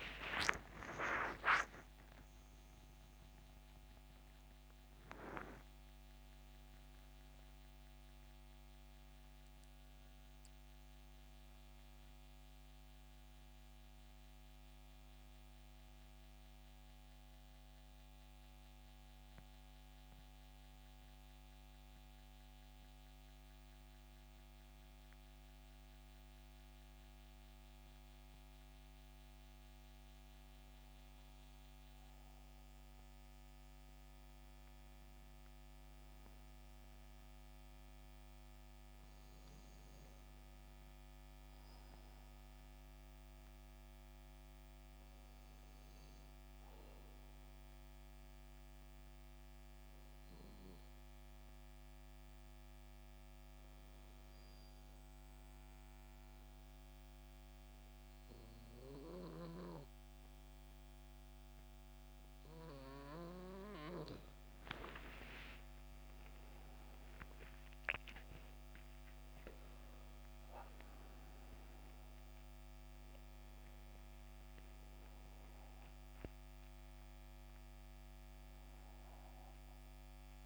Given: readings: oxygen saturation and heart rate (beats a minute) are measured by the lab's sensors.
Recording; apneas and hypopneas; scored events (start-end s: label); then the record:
breathing in sleep by a microphone on the trachea; 2
0.00-26.50 s: oxygen desaturation (device-marked, oxygen 86% lowest, heart rate 70 extreme)
17.50-30.00 s: hypopnea (oxygen 92% before, 85% lowest, heart rate 81 before, 70 extreme, up 5 after)
31.00-35.00 s: arousal
38.50-59.50 s: oxygen desaturation (device-marked, oxygen 94% before, 87% lowest, heart rate 72 before, 70 extreme)
47.50-62.50 s: hypopnea (oxygen 95% before, 85% lowest, heart rate 73 before, 70 extreme, up 10 after)
65.50-71.50 s: arousal
From the record:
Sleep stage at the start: N2 (light sleep); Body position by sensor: on the back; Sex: male